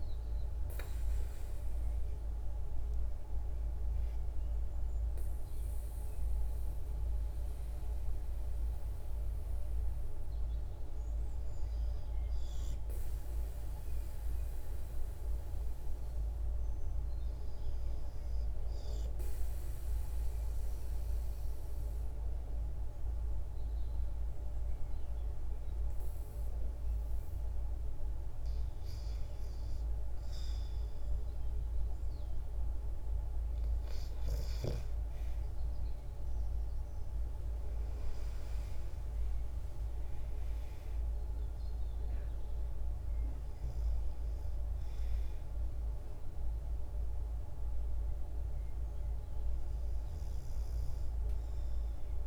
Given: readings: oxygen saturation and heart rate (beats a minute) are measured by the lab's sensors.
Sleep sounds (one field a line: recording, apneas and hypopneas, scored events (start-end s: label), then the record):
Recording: breathing in sleep, hard to hear, by a room microphone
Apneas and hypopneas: 1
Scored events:
18.00-28.50 s: obstructive apnea (oxygen 97% before, 87% lowest, heart rate 63 before, 53 extreme, up 0 after)
34.00-38.00 s: arousal
From the record:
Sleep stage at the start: REM sleep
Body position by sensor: on the back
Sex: female